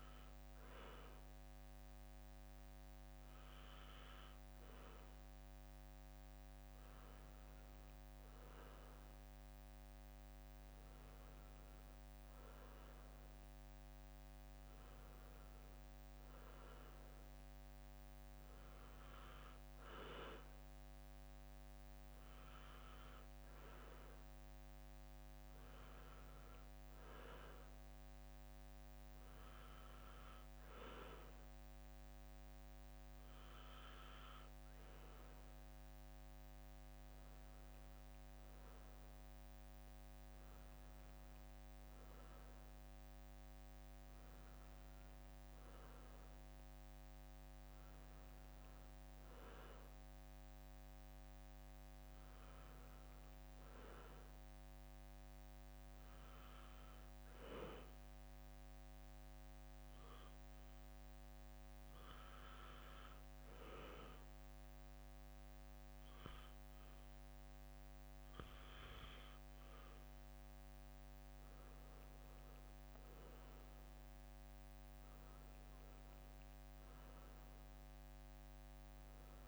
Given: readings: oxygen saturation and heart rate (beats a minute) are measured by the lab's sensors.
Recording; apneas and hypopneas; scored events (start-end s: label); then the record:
breathing in sleep, hard to hear, by a microphone on the trachea; 1
59.00-71.00 s: hypopnea (oxygen 94% before, 92% lowest, heart rate 69 before, 64 extreme, up 4 after)
73.50-77.00 s: arousal
From the record:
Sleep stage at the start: N2 (light sleep); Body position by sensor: on the back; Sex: male